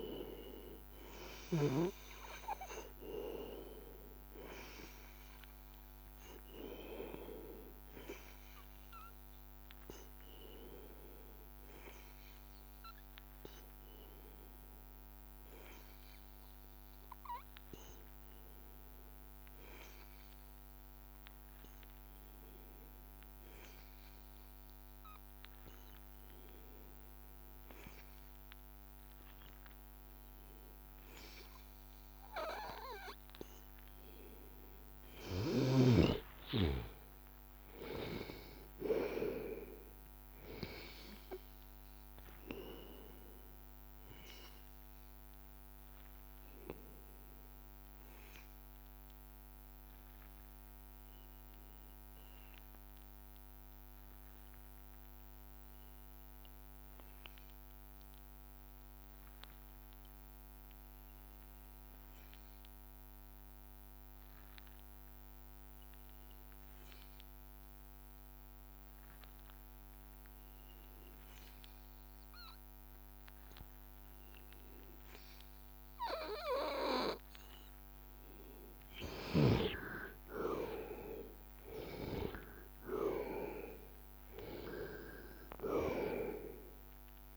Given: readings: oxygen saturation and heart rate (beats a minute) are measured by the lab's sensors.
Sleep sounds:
breathing in sleep by a microphone on the trachea; 2
0.00-8.00 s: oxygen desaturation (device-marked, oxygen 91% lowest, heart rate 82 extreme)
16.50-33.00 s: hypopnea (oxygen 95% before, 90% lowest, heart rate 84 before, 83 extreme, up 1 after)
34.00-55.00 s: oxygen desaturation (device-marked, oxygen 96% before, 92% lowest, heart rate 84 before, 82 extreme)
36.00-40.00 s: arousal
53.00-76.00 s: hypopnea (oxygen 96% before, 90% lowest, heart rate 85 before, 82 extreme, up 3 after)
66.00-87.37 s: oxygen desaturation (device-marked, oxygen 98% before, 90% lowest, heart rate 84 before, 81 extreme)
78.00-81.50 s: arousal
From the record:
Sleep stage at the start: N2 (light sleep); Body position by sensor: on the back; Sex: male

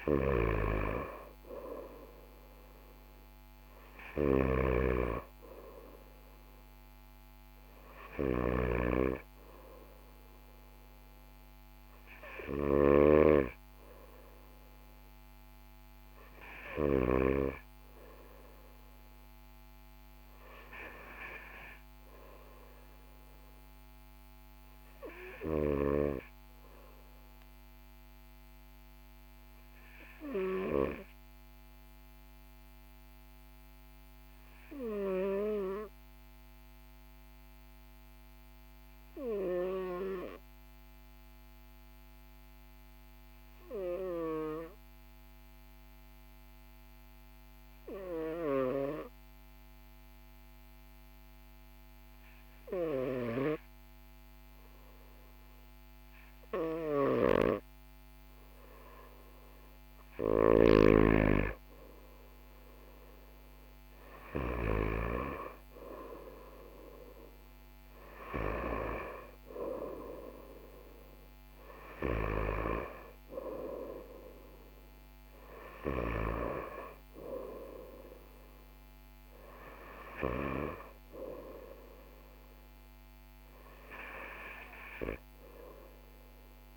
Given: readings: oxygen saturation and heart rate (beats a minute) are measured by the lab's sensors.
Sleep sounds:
breathing in sleep by a microphone on the trachea; 1
0.00-17.00 s: snoring (device-marked)
37.00-55.00 s: hypopnea (oxygen 98% before, 94% lowest, heart rate 43 before, 42 extreme, up 2 after)
57.00-60.00 s: arousal
60.00-64.50 s: snoring (device-marked)
From the record:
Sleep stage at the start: N2 (light sleep); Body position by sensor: on the right side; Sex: male

